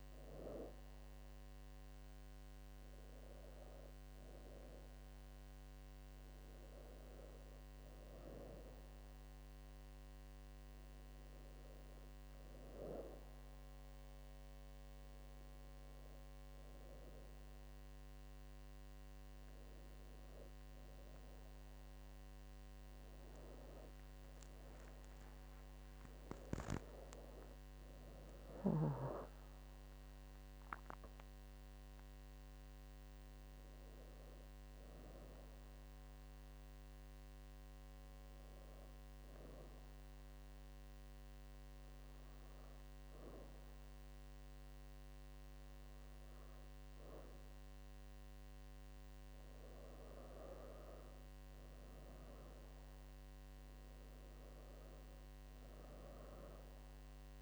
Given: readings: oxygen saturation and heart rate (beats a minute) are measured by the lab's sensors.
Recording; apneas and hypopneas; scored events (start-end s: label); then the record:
breathing in sleep by a microphone on the trachea; 1
13.00-43.00 s: new sleep stage, N1 (lightest sleep)
25.00-29.50 s: arousal
40.00-50.00 s: obstructive apnea (oxygen 96% before, 94% lowest, heart rate 80 before, 71 extreme, up 5 after)
43.00-57.42 s: new sleep stage, N2 (light sleep)
54.00-57.42 s: arousal
From the record:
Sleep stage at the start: N2 (light sleep); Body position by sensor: on the back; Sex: female